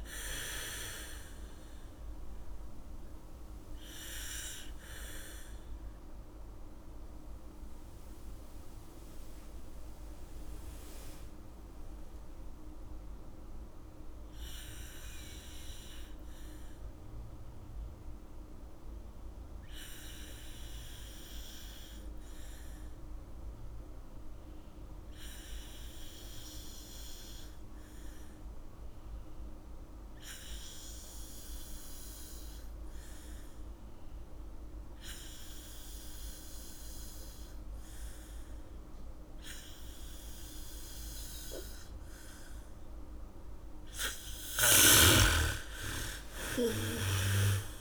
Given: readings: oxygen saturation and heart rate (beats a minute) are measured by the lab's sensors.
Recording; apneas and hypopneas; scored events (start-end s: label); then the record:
breathing in sleep by a room microphone; 1
0.00-19.00 s: oxygen desaturation (device-marked, oxygen 78% lowest, heart rate 53 extreme)
4.00-43.50 s: mixed apnea (oxygen 97% before, 78% lowest, heart rate 68 before, 46 extreme, up 2 after)
26.00-47.81 s: oxygen desaturation (device-marked, oxygen 99% before, 78% lowest, heart rate 77 before, 46 extreme)
36.00-38.00 s: bradycardia (device-marked, heart rate 70 before, 61 extreme)
40.00-47.81 s: bradycardia (device-marked, heart rate 70 before, 46 extreme)
45.00-47.81 s: snoring (device-marked)
46.00-47.81 s: arousal
From the record:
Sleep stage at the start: N2 (light sleep); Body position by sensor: on the back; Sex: female